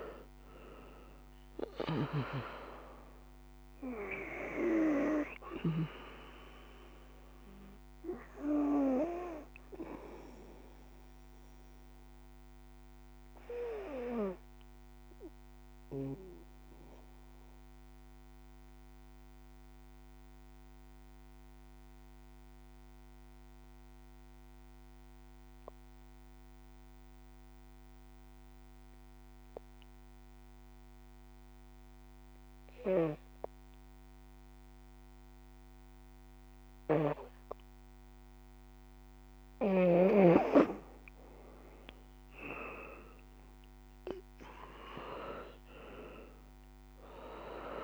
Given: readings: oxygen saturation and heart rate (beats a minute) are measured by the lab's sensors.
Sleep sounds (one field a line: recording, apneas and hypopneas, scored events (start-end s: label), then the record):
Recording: breathing in sleep by a microphone on the trachea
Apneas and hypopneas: 1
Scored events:
0.00-29.50 s: oxygen desaturation (device-marked, oxygen 84% lowest, heart rate 49 extreme)
0.50-5.00 s: snoring (device-marked)
10.50-37.00 s: obstructive apnea (oxygen 97% before, 80% lowest, heart rate 62 before, 50 extreme, up 10 after)
35.50-47.84 s: oxygen desaturation (device-marked, oxygen 97% before, 80% lowest, heart rate 57 before, 50 extreme)
40.00-44.00 s: arousal
From the record:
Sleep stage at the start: N2 (light sleep)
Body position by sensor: on the back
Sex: female